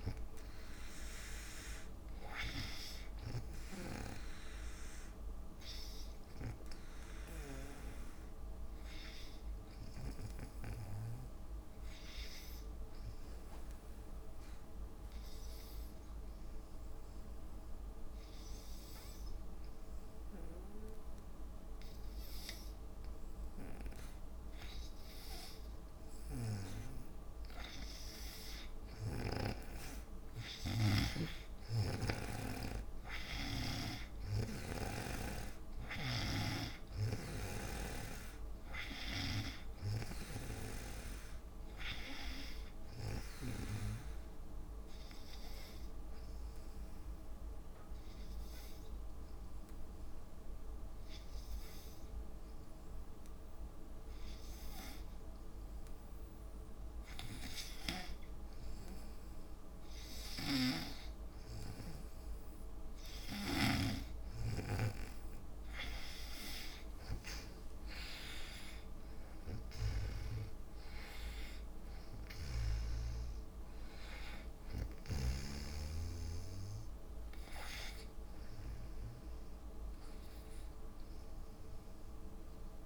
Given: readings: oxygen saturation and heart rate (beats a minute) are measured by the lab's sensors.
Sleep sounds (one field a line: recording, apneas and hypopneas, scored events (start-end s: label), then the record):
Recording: breathing in sleep by a room microphone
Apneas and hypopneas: 2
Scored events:
0.00-3.00 s: drop in pulse transit time (device-marked, heart rate 61 extreme)
0.00-15.00 s: oxygen desaturation (device-marked, oxygen 78% lowest, heart rate 55 extreme)
13.00-16.00 s: drop in pulse transit time (device-marked, heart rate 62 before, 56 extreme)
13.00-25.00 s: obstructive apnea (oxygen 96% before, 89% lowest, heart rate 62 before, 56 extreme, up 6 after)
28.00-32.00 s: arousal
30.00-53.00 s: oxygen desaturation (device-marked, oxygen 96% before, 89% lowest, heart rate 58 before, 56 extreme)
31.50-35.00 s: snoring (device-marked)
37.00-43.50 s: snoring (device-marked)
46.00-57.50 s: obstructive apnea (oxygen 96% before, 82% lowest, heart rate 61 before, 56 extreme, up 3 after)
60.50-64.00 s: snoring (device-marked)
64.00-82.86 s: oxygen desaturation (device-marked, oxygen 96% before, 90% lowest, heart rate 60 before, 55 extreme)
66.00-69.00 s: drop in pulse transit time (device-marked, heart rate 60 before, 62 extreme)
68.00-73.00 s: arousal
70.00-72.00 s: long interval between heartbeats (device-marked, heart rate 62 before, 93 extreme)
72.00-75.50 s: snoring (device-marked)
From the record:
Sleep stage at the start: N2 (light sleep)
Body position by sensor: on the back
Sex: female